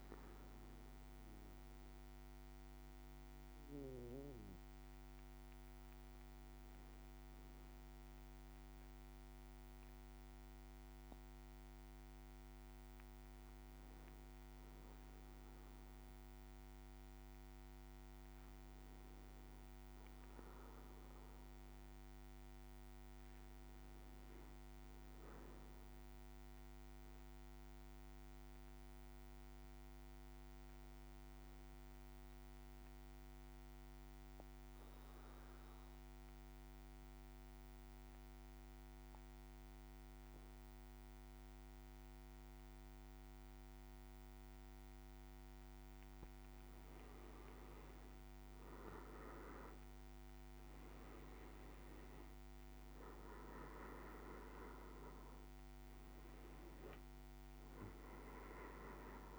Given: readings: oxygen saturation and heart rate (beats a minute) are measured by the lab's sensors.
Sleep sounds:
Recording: breathing in sleep by a microphone on the trachea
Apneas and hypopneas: 1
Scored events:
0.00-17.50 s: oxygen desaturation (device-marked, oxygen 95% lowest, heart rate 56 extreme)
19.00-23.00 s: arousal
27.00-46.50 s: mixed apnea (oxygen 98% before, 92% lowest, heart rate 57 before, 55 extreme, up 5 after)
32.50-59.39 s: new sleep stage, N2 (light sleep)
48.00-52.50 s: arousal
52.50-59.39 s: oxygen desaturation (device-marked, oxygen 98% before, 92% lowest, heart rate 57 before, 55 extreme)
From the record:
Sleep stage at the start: N1 (lightest sleep)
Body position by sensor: on the back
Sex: male

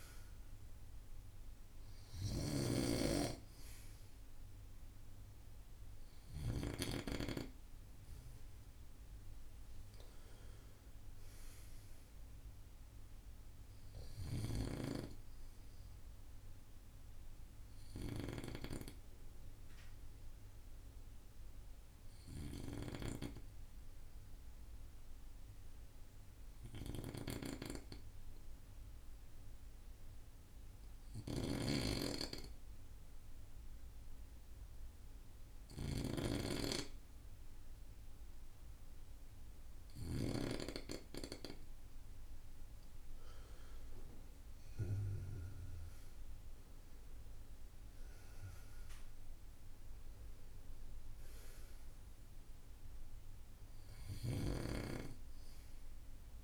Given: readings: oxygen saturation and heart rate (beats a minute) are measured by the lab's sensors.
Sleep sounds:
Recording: breathing in sleep by a room microphone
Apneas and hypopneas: 1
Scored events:
0.00-18.50 s: oxygen desaturation (device-marked, oxygen 93% lowest, heart rate 51 extreme)
2.00-6.50 s: snoring (device-marked)
18.00-41.50 s: obstructive apnea (oxygen 96% before, 92% lowest, heart rate 60 before, 53 extreme, up 7 after)
31.00-36.00 s: snoring (device-marked)
43.00-46.50 s: arousal
43.50-56.44 s: oxygen desaturation (device-marked, oxygen 96% before, 92% lowest, heart rate 57 before, 53 extreme)
From the record:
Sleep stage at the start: N2 (light sleep)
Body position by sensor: on the right side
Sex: male

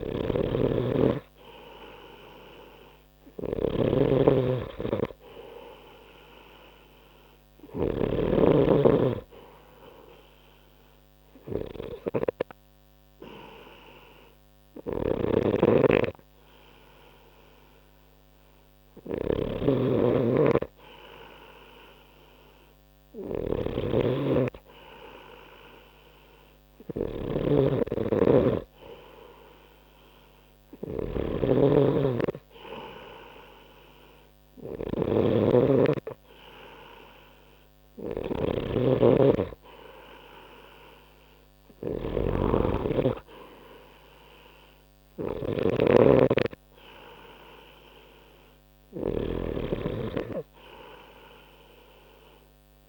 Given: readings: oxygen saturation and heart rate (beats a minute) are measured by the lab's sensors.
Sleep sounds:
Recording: breathing in sleep by a microphone on the trachea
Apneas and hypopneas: 1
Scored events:
0.00-8.50 s: snoring (device-marked)
5.50-9.00 s: arousal
10.50-22.00 s: hypopnea (oxygen 93% before, 91% lowest, heart rate 63 before, 62 extreme, up 9 after)
15.00-52.89 s: snoring (device-marked)
24.00-28.00 s: arousal
From the record:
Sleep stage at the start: N3 (deep sleep)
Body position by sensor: on the right side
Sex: male

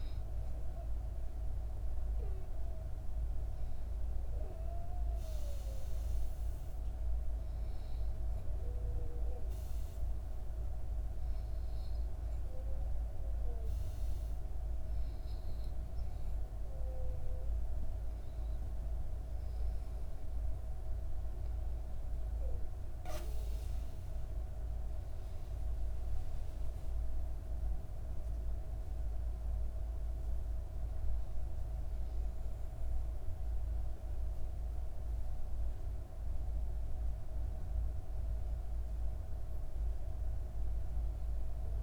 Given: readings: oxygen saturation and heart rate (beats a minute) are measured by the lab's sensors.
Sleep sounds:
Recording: breathing in sleep, hard to hear, by a room microphone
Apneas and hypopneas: 1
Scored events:
5.50-17.00 s: hypopnea (oxygen 95% before, 92% lowest, heart rate 67 before, 64 extreme, up 4 after)
24.50-29.50 s: arousal
From the record:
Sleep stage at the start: N2 (light sleep)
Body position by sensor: on the back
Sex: female

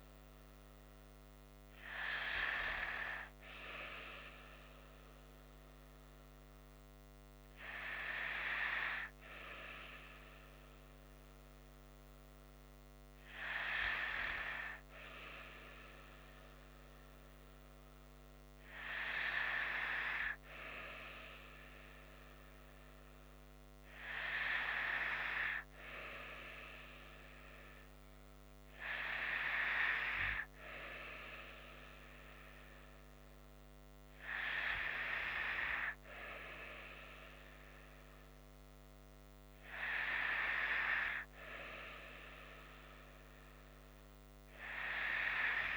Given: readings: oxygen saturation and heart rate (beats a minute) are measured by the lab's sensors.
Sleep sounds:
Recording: breathing in sleep by a microphone on the trachea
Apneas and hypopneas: none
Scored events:
none scored
From the record:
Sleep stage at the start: N2 (light sleep)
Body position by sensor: on the right side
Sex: female

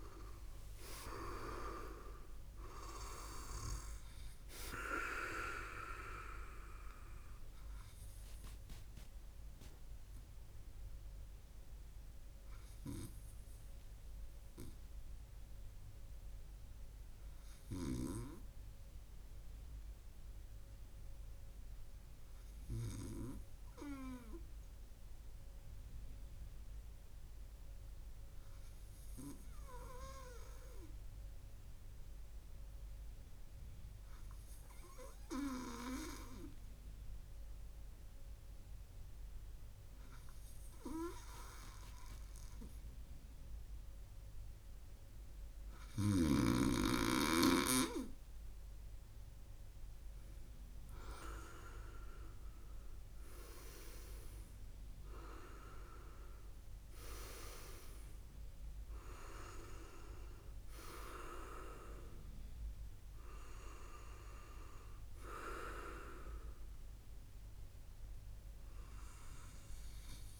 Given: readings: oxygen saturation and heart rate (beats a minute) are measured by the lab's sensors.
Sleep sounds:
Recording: breathing in sleep by a room microphone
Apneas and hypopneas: 1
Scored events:
0.00-1.50 s: arousal
14.00-47.50 s: hypopnea (oxygen 99% before, 97% lowest, heart rate 55 before, 54 extreme, up 0 after)
49.50-54.50 s: arousal
From the record:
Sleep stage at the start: N2 (light sleep)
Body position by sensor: on the right side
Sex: male

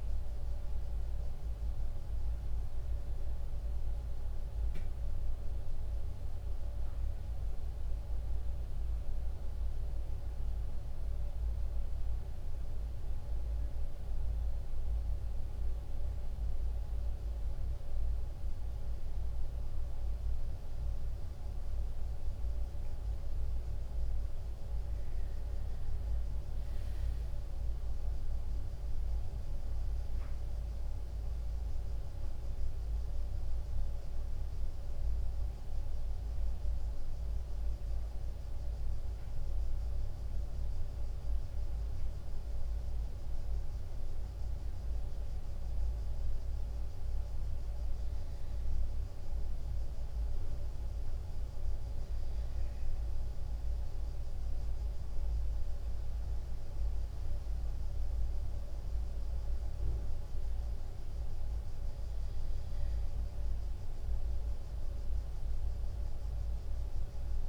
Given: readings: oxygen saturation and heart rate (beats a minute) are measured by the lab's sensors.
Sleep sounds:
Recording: breathing in sleep, hard to hear, by a room microphone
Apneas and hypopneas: 2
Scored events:
0.00-2.00 s: tachycardia (device-marked, heart rate 102 extreme)
4.00-9.50 s: arousal
10.00-67.49 s: new sleep stage, N2 (light sleep)
17.00-27.00 s: central apnea (oxygen 94% before, 93% lowest, heart rate 101 before, 97 extreme, up 4 after)
25.00-29.00 s: tachycardia (device-marked, heart rate 100 before, 101 extreme)
30.50-34.00 s: arousal
38.50-53.00 s: hypopnea (oxygen 95% before, 92% lowest, heart rate 99 before, 95 extreme, up 1 after)
56.50-60.00 s: arousal
From the record:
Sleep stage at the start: N1 (lightest sleep)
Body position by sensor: on the right side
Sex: male

